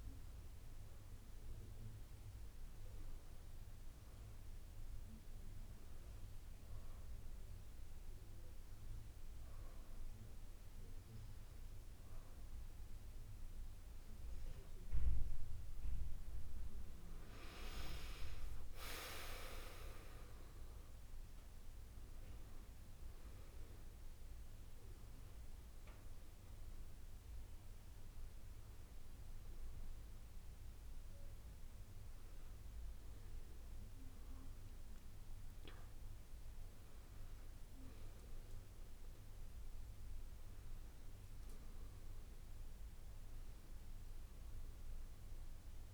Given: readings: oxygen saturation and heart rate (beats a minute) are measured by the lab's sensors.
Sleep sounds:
breathing in sleep by a room microphone; 1
6.50-16.50 s: obstructive apnea (oxygen 94% before, 88% lowest)
17.50-34.50 s: oxygen desaturation (device-marked, oxygen 94% before, 88% lowest)
19.00-22.00 s: arousal
From the record:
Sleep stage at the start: N2 (light sleep); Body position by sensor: on the back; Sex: female

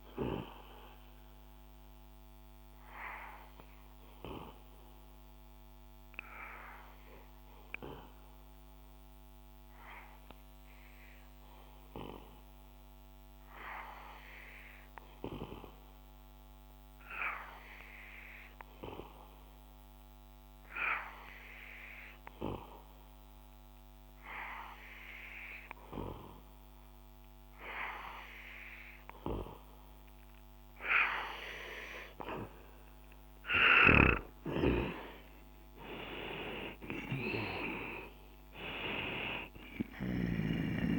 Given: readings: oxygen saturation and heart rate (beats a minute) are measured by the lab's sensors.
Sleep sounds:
breathing in sleep by a microphone on the trachea; 1
4.50-32.50 s: obstructive apnea (oxygen 94% before, 89% lowest, heart rate 65 before, 61 extreme, up 11 after)
31.00-40.99 s: oxygen desaturation (device-marked, oxygen 95% before, 89% lowest, heart rate 62 before, 59 extreme)
38.50-40.99 s: arousal
From the record:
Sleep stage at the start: N2 (light sleep); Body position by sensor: on the back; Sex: male

